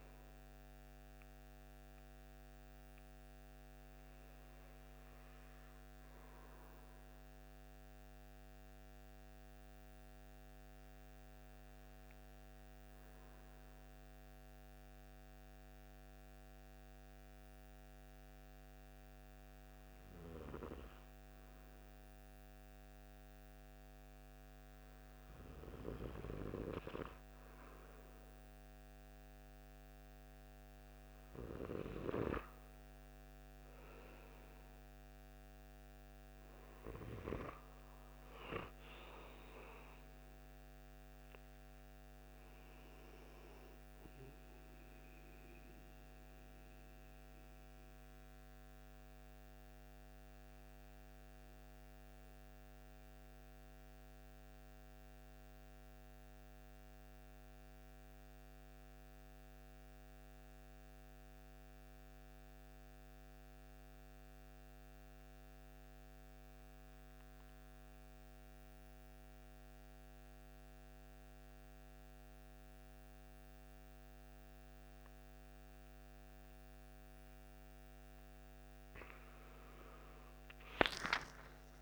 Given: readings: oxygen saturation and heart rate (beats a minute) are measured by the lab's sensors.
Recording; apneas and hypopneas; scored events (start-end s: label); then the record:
breathing in sleep by a microphone on the trachea; 2
0.00-3.00 s: oxygen desaturation (device-marked, oxygen 93% lowest)
6.50-23.50 s: hypopnea (oxygen 97% before, 93% lowest)
26.50-32.00 s: arousal
45.00-76.50 s: mixed apnea (oxygen 97% before, 90% lowest)
75.00-81.82 s: oxygen desaturation (device-marked, oxygen 97% before, 90% lowest)
80.00-81.82 s: arousal
From the record:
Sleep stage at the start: N2 (light sleep); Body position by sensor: on the right side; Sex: male